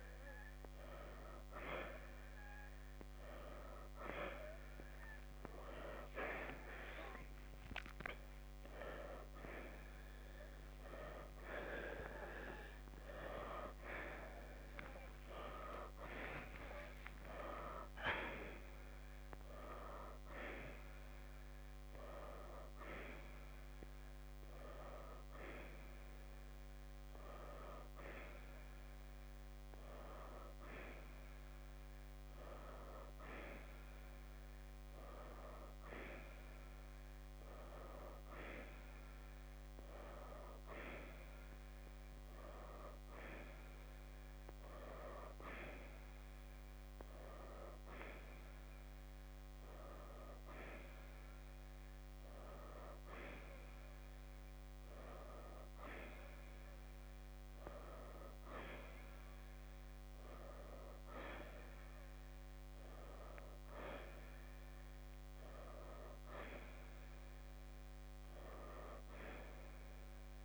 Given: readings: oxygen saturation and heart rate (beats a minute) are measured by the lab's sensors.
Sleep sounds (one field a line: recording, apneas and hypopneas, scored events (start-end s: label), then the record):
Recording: a person partly awake in a sleep study, by a microphone on the trachea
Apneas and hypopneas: none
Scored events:
27.00-70.45 s: new sleep stage, N1 (lightest sleep)
28.00-38.00 s: oxygen desaturation (device-marked, oxygen 90% before, 87% lowest, heart rate 93 before, 73 extreme)
From the record:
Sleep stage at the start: awake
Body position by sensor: on the right side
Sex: male